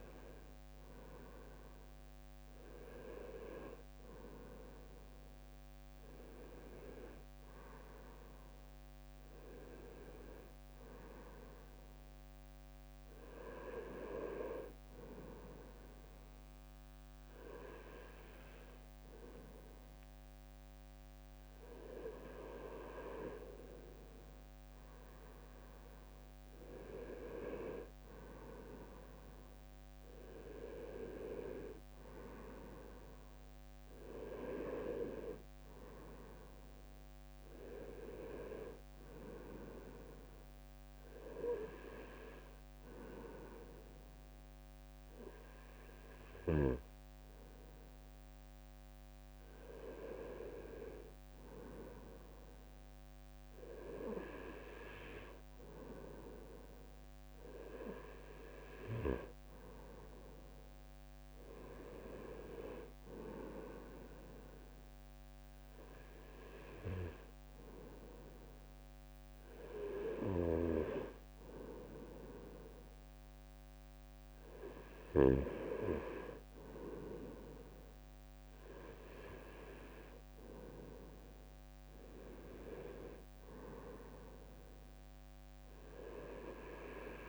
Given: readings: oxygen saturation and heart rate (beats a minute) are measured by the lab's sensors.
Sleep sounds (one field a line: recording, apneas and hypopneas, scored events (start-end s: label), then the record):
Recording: breathing in sleep by a microphone on the trachea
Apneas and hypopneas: 2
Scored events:
0.00-5.00 s: oxygen desaturation (device-marked, oxygen 95% lowest, heart rate 57 extreme)
14.50-24.50 s: hypopnea (oxygen 97% before, 95% lowest, heart rate 61 before, 56 extreme, up 7 after)
23.50-25.50 s: long interval between heartbeats (device-marked, heart rate 60 before, 61 extreme)
25.50-29.00 s: arousal
41.50-51.50 s: hypopnea (oxygen 96% before, 95% lowest, heart rate 61 before, 56 extreme, up 4 after)
53.50-56.50 s: arousal
From the record:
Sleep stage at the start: N2 (light sleep)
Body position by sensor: on the right side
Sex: male